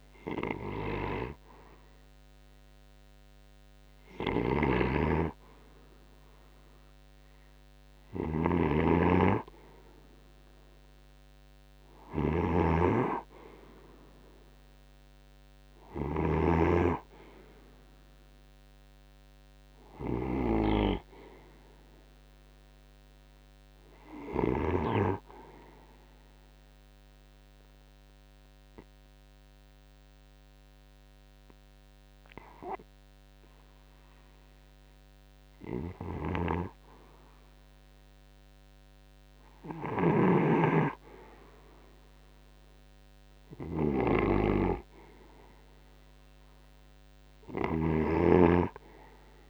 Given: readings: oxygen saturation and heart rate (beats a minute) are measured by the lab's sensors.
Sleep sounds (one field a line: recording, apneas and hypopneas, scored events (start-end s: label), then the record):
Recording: breathing in sleep by a microphone on the trachea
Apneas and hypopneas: 1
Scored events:
0.00-10.00 s: oxygen desaturation (device-marked, oxygen 82% lowest)
3.50-15.50 s: snoring (device-marked)
25.50-35.50 s: obstructive apnea (oxygen 91% before, 85% lowest)
35.00-47.50 s: snoring (device-marked)
38.00-41.50 s: arousal
43.00-49.50 s: oxygen desaturation (device-marked, oxygen 92% before, 85% lowest)
From the record:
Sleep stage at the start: REM sleep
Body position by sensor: on the right side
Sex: male